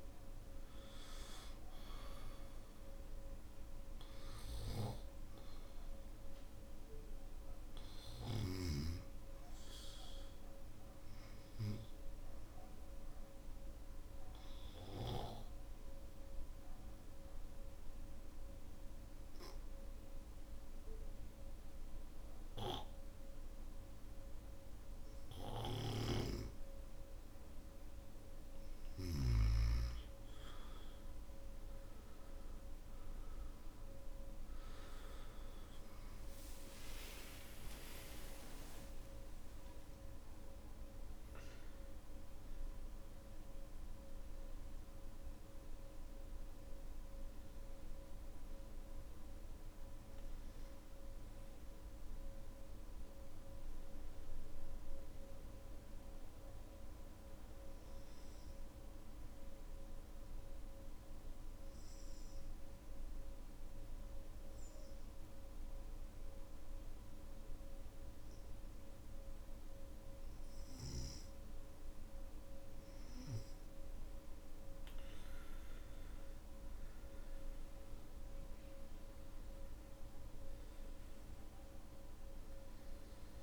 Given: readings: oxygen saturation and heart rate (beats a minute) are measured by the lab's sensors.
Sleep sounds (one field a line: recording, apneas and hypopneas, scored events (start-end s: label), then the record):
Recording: breathing in sleep by a room microphone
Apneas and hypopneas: 2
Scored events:
0.00-13.00 s: oxygen desaturation (device-marked, oxygen 92% lowest, heart rate 55 extreme)
14.50-27.50 s: obstructive apnea (oxygen 97% before, 91% lowest, heart rate 59 before, 57 extreme, up 9 after)
34.00-52.00 s: oxygen desaturation (device-marked, oxygen 97% before, 91% lowest, heart rate 59 before, 53 extreme)
57.50-71.00 s: obstructive apnea (oxygen 97% before, 91% lowest, heart rate 63 before, 54 extreme, up 7 after)
78.00-83.43 s: oxygen desaturation (device-marked, oxygen 98% before, 91% lowest, heart rate 56 before, 55 extreme)
From the record:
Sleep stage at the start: N2 (light sleep)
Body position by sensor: on the back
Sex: male